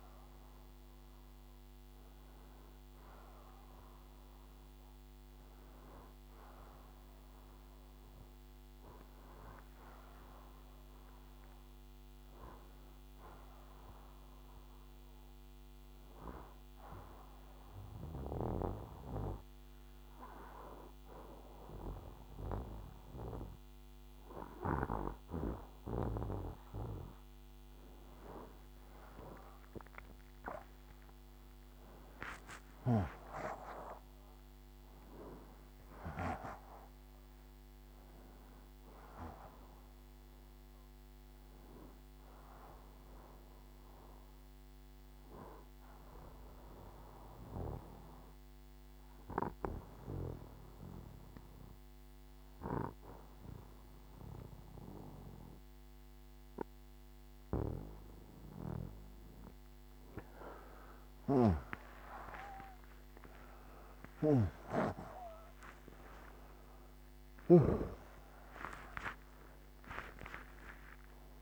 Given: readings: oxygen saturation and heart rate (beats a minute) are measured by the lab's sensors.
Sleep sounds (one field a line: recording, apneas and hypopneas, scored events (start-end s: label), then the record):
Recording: breathing in sleep by a microphone on the trachea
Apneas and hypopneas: 2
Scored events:
11.00-26.00 s: obstructive apnea (oxygen 92% before, 85% lowest, heart rate 83 before, 75 extreme, up 11 after)
30.00-35.00 s: arousal
45.00-58.50 s: obstructive apnea (oxygen 92% before, 85% lowest, heart rate 92 before, 63 extreme, up 31 after)
62.50-69.50 s: arousal
67.50-71.42 s: oxygen desaturation (device-marked, oxygen 95% before, 85% lowest, heart rate 77 before, 82 extreme)
From the record:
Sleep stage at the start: N1 (lightest sleep)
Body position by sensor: on the right side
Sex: male